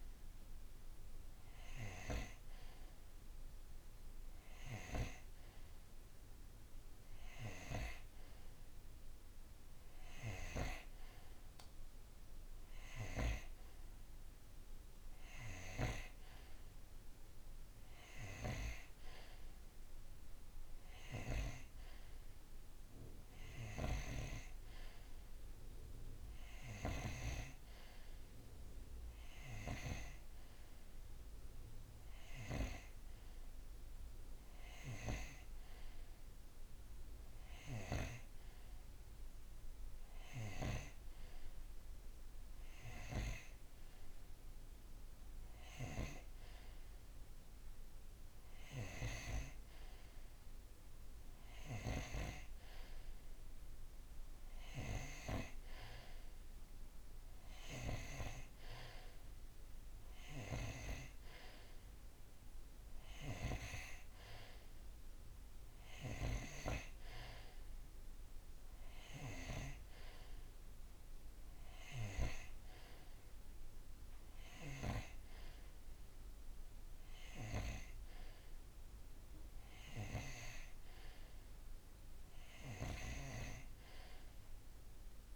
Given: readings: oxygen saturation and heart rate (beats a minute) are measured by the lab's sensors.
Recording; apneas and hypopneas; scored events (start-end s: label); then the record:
breathing in sleep by a room microphone; none
none scored
From the record:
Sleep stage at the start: N2 (light sleep); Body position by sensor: on the right side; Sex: male